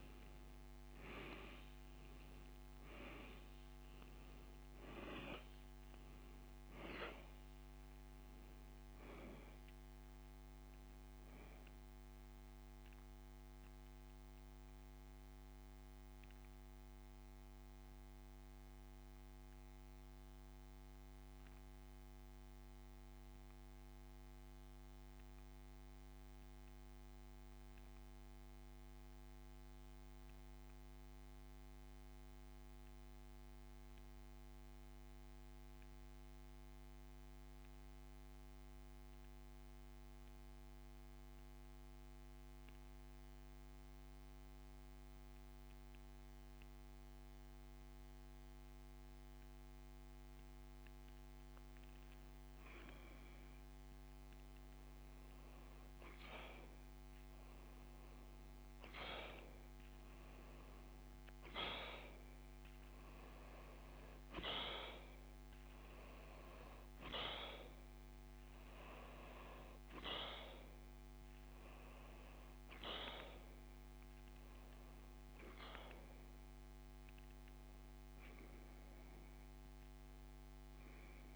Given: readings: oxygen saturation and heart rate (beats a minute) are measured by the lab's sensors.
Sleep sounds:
breathing in sleep by a microphone on the trachea; 1
0.00-4.50 s: oxygen desaturation (device-marked, oxygen 92% lowest)
16.00-50.50 s: central apnea (oxygen 98% before, 87% lowest)
27.50-51.50 s: oxygen desaturation (device-marked, oxygen 93% before, 87% lowest)
53.00-57.00 s: arousal
67.50-81.36 s: oxygen desaturation (device-marked, oxygen 98% before, 93% lowest)
From the record:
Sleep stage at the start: N2 (light sleep); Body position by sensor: on the back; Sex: male

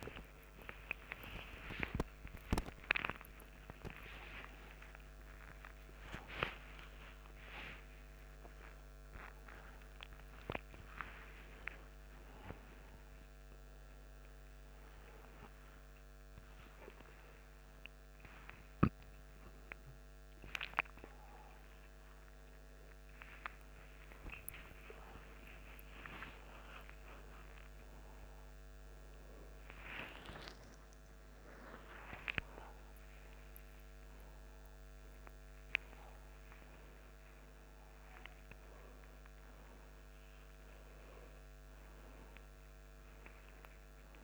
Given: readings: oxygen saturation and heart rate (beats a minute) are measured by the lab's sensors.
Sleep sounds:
a person awake in a sleep study, by a microphone on the trachea; none
none scored
From the record:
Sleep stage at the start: awake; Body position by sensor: on the back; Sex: male

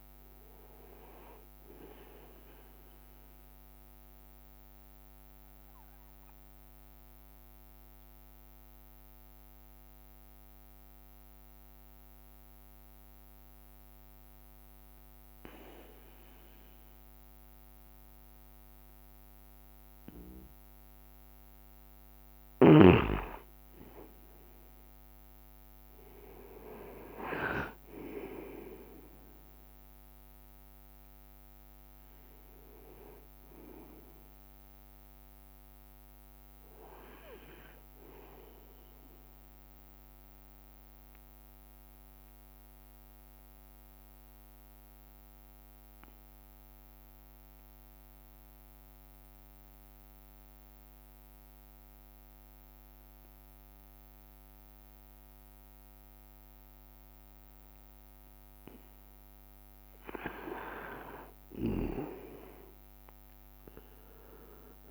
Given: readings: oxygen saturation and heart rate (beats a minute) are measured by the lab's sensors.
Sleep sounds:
breathing in sleep by a microphone on the trachea; 2
0.00-8.00 s: oxygen desaturation (device-marked, oxygen 91% lowest, heart rate 62 extreme)
4.50-21.50 s: obstructive apnea (oxygen 97% before, 91% lowest, heart rate 67 before, 61 extreme, up 6 after)
21.00-22.50 s: leg movement (device-marked)
23.00-31.00 s: leg movement (device-marked)
23.50-27.50 s: arousal
28.00-43.00 s: drop in pulse transit time (device-marked, heart rate 65 before, 61 extreme)
28.00-54.00 s: oxygen desaturation (device-marked, oxygen 97% before, 92% lowest, heart rate 65 before, 61 extreme)
41.00-59.50 s: obstructive apnea (oxygen 97% before, 92% lowest, heart rate 66 before, 63 extreme, up 13 after)
61.00-64.91 s: arousal
62.00-64.91 s: leg movement (device-marked)
From the record:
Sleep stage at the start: N2 (light sleep); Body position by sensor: on the right side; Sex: male

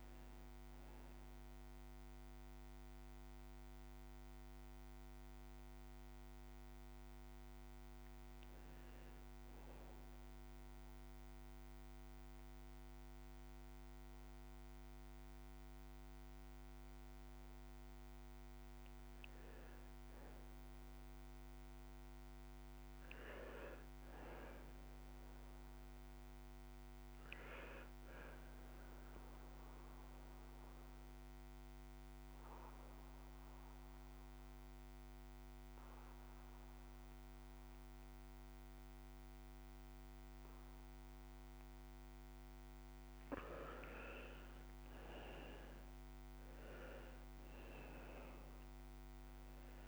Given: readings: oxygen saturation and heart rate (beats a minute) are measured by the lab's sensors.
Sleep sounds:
breathing in sleep by a microphone on the trachea; 2
0.00-1.00 s: arousal
8.50-19.50 s: obstructive apnea (oxygen 100% before, 89% lowest)
20.00-36.00 s: oxygen desaturation (device-marked, oxygen 97% before, 91% lowest)
21.50-24.50 s: arousal
29.00-42.00 s: obstructive apnea (oxygen 100% before, 89% lowest)
41.00-49.88 s: new sleep stage, N1 (lightest sleep)
45.00-49.88 s: oxygen desaturation (device-marked, oxygen 95% before, 89% lowest)
From the record:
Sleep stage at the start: N2 (light sleep); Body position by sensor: on the right side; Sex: male

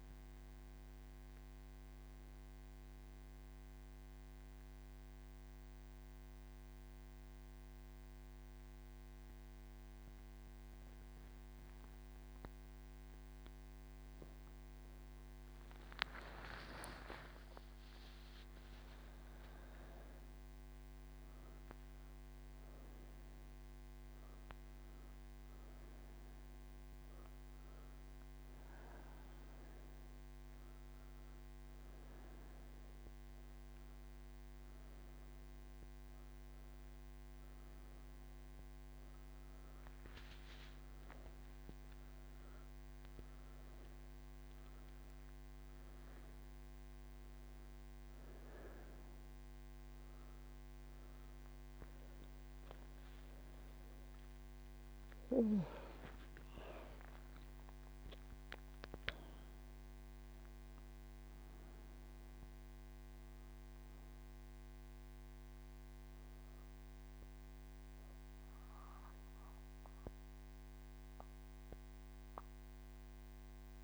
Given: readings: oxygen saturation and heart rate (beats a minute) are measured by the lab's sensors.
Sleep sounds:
breathing in sleep, hard to hear, by a microphone on the trachea; 1
4.00-15.00 s: mixed apnea (oxygen 97% before, 96% lowest)
From the record:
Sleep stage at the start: N1 (lightest sleep); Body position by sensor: on the right side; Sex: female

